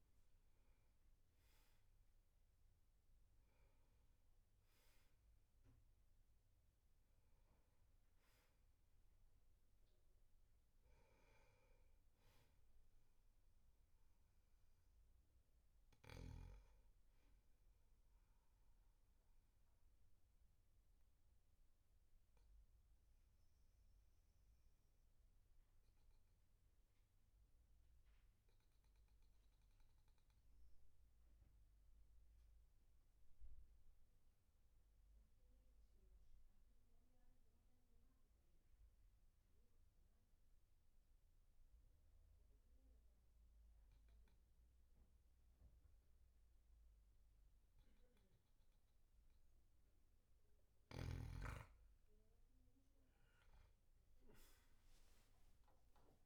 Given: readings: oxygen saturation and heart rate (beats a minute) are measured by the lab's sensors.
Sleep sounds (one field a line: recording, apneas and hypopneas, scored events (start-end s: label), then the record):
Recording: breathing in sleep, hard to hear, by a room microphone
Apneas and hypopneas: 1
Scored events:
0.00-2.00 s: arousal
14.00-30.00 s: oxygen desaturation (device-marked, oxygen 98% before, 95% lowest, heart rate 52 before, 42 extreme)
19.00-49.50 s: obstructive apnea (oxygen 99% before, 94% lowest, heart rate 52 before, 42 extreme, up 8 after)
From the record:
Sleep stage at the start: N2 (light sleep)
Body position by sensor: on the back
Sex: male